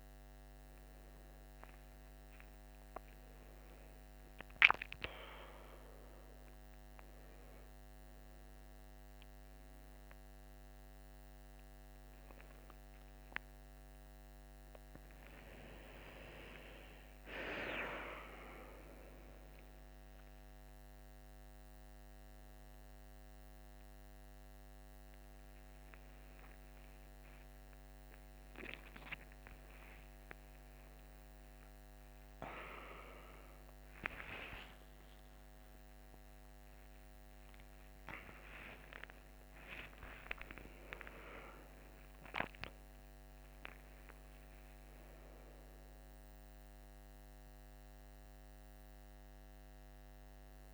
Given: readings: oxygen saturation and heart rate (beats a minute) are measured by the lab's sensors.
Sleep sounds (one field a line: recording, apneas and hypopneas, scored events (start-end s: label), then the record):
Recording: a person awake in a sleep study, by a microphone on the trachea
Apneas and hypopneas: none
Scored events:
none scored
From the record:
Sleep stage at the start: awake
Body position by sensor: on the right side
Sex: male